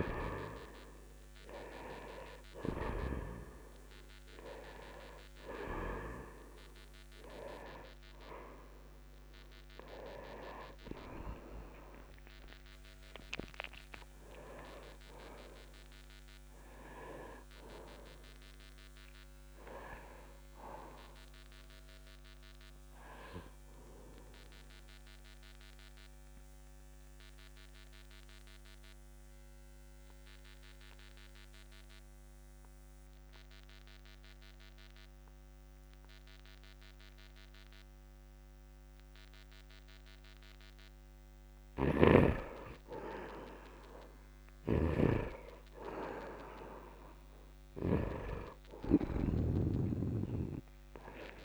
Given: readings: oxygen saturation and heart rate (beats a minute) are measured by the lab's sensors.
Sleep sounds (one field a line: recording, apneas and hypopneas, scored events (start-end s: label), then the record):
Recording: breathing in sleep by a microphone on the trachea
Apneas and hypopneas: 1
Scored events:
0.00-21.50 s: oxygen desaturation (device-marked, oxygen 81% lowest, heart rate 51 extreme)
19.50-23.00 s: arousal
25.00-41.00 s: obstructive apnea (oxygen 99% before, 83% lowest, heart rate 74 before, 62 extreme, up 1 after)
41.50-49.50 s: snoring (device-marked)
42.50-51.45 s: oxygen desaturation (device-marked, oxygen 100% before, 88% lowest, heart rate 71 before, 58 extreme)
43.00-47.00 s: arousal
From the record:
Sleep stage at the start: N2 (light sleep)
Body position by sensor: on the right side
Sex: male